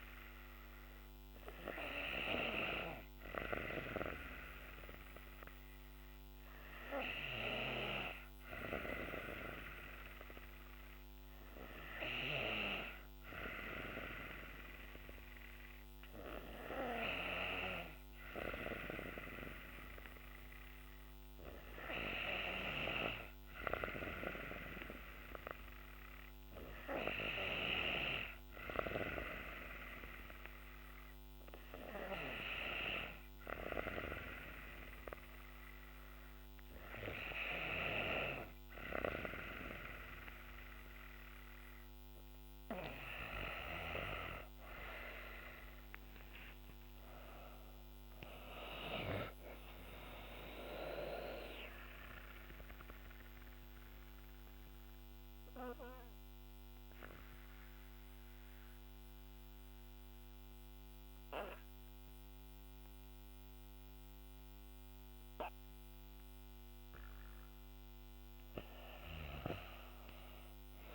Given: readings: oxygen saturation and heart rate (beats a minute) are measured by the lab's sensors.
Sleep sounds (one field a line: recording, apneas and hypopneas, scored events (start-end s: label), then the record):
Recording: breathing in sleep by a microphone on the trachea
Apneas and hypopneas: 1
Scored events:
3.50-33.50 s: new sleep stage, N3 (deep sleep)
33.50-70.95 s: new sleep stage, N2 (light sleep)
45.00-49.00 s: arousal
52.00-66.00 s: obstructive apnea (oxygen 95% before, 90% lowest, heart rate 64 before, 58 extreme, up 4 after)
69.50-70.95 s: arousal
From the record:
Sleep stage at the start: N2 (light sleep)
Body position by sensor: on the back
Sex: female